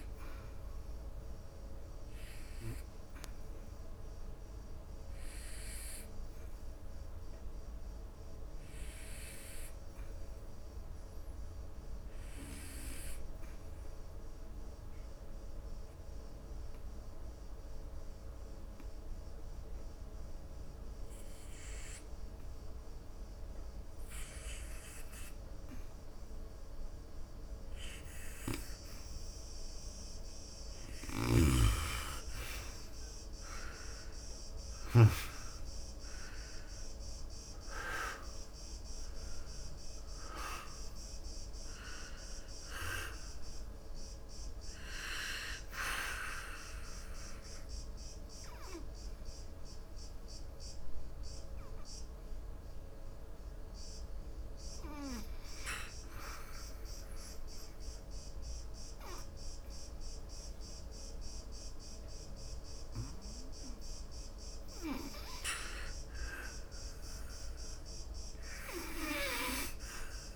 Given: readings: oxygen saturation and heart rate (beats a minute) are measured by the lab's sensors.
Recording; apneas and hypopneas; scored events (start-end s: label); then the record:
breathing in sleep by a room microphone; 2
0.00-17.00 s: oxygen desaturation (device-marked, oxygen 96% before, 90% lowest, heart rate 73 before, 64 extreme)
3.50-31.00 s: obstructive apnea (oxygen 97% before, 80% lowest, heart rate 73 before, 64 extreme, up 15 after)
33.50-38.00 s: arousal
39.00-70.00 s: oxygen desaturation (device-marked, oxygen 95% before, 80% lowest, heart rate 68 before, 70 extreme)
46.00-56.00 s: obstructive apnea (oxygen 96% before, 80% lowest, heart rate 76 before, 70 extreme, up 0 after)
64.00-68.00 s: arousal
From the record:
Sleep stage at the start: N2 (light sleep); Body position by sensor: on the back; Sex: male